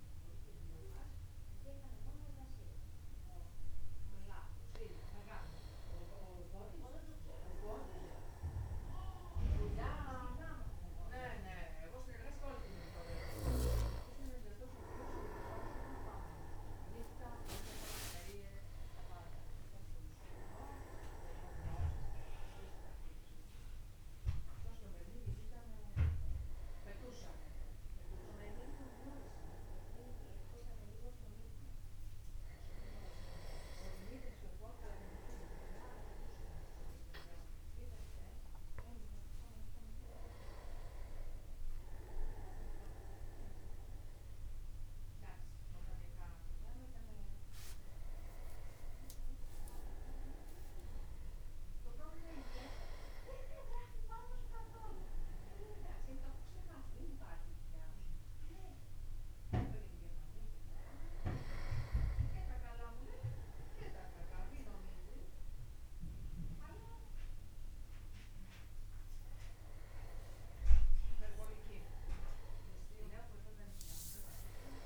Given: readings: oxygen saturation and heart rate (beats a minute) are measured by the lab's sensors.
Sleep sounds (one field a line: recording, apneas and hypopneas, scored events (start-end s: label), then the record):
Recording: a person awake in a sleep study, by a room microphone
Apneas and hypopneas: none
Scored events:
14.50-16.50 s: long interval between heartbeats (device-marked, heart rate 44 before, 29 extreme)
26.50-28.50 s: long interval between heartbeats (device-marked, heart rate 47 before, 61 extreme)
38.50-40.50 s: long interval between heartbeats (device-marked, heart rate 60 before, 62 extreme)
43.50-45.50 s: long interval between heartbeats (device-marked, heart rate 61 before, 68 extreme)
From the record:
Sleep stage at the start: awake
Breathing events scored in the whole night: 147 in 3.5 hours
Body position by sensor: upright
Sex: male